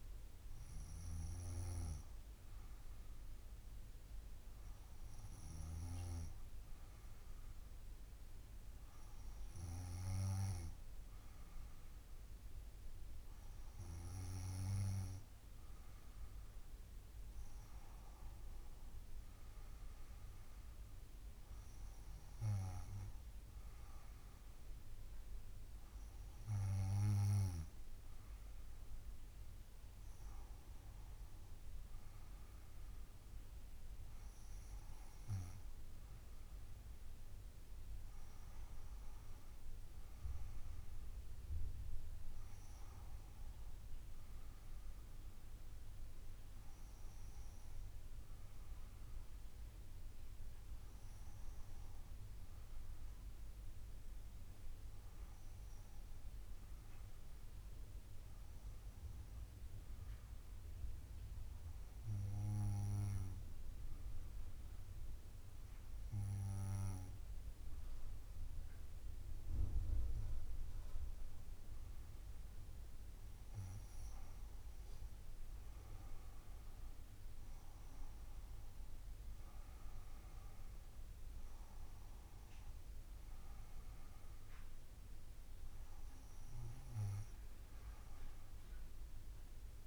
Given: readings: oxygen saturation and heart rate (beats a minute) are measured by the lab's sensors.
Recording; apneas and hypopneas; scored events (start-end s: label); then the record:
breathing in sleep by a room microphone; 1
44.00-50.00 s: arousal
59.00-72.50 s: hypopnea (oxygen 97% before, 92% lowest, heart rate 64 before, 60 extreme, up 7 after)
69.00-89.87 s: oxygen desaturation (device-marked, oxygen 97% before, 93% lowest, heart rate 62 before, 60 extreme)
74.00-78.00 s: arousal
From the record:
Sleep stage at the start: N2 (light sleep); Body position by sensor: on the back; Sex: female